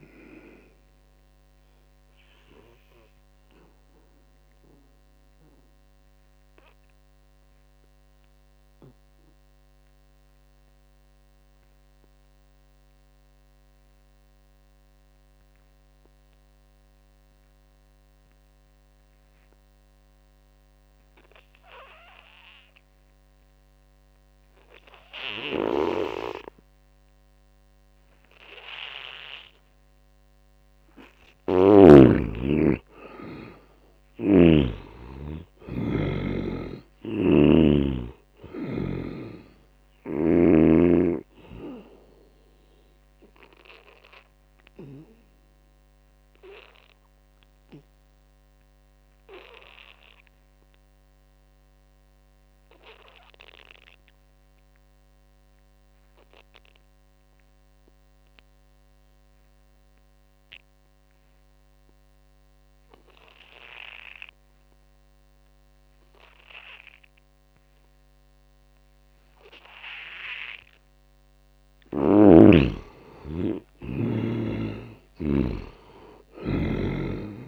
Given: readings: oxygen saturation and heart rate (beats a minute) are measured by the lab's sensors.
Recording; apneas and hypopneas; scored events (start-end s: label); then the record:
breathing in sleep by a microphone on the trachea; 2
0.50-30.50 s: obstructive apnea (oxygen 92% before, 72% lowest, heart rate 77 before, 68 extreme, up 11 after)
20.50-51.50 s: oxygen desaturation (device-marked, oxygen 98% before, 75% lowest, heart rate 80 before, 60 extreme)
25.00-31.50 s: snoring (device-marked)
32.00-36.00 s: arousal
36.00-40.00 s: snoring (device-marked)
41.00-70.50 s: obstructive apnea (oxygen 98% before, 72% lowest, heart rate 73 before, 60 extreme, up 11 after)
61.50-77.48 s: oxygen desaturation (device-marked, oxygen 98% before, 72% lowest, heart rate 78 before, 60 extreme)
71.50-76.00 s: arousal
From the record:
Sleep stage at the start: N2 (light sleep); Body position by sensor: on the back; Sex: male